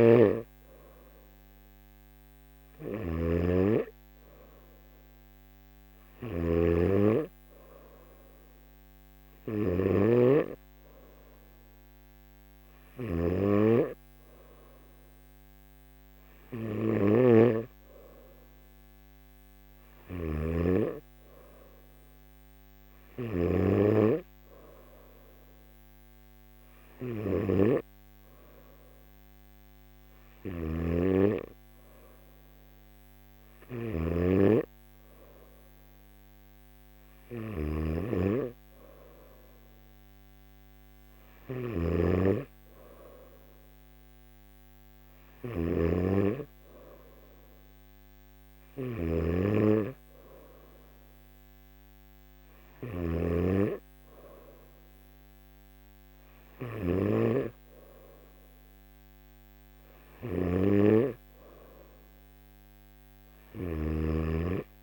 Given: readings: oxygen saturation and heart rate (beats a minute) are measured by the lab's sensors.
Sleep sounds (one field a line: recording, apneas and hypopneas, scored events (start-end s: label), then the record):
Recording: breathing in sleep by a microphone on the trachea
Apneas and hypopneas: none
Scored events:
0.00-20.50 s: snoring (device-marked)
10.00-64.83 s: new sleep stage, N2 (light sleep)
30.00-53.00 s: snoring (device-marked)
From the record:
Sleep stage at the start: N3 (deep sleep)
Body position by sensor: on the back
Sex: male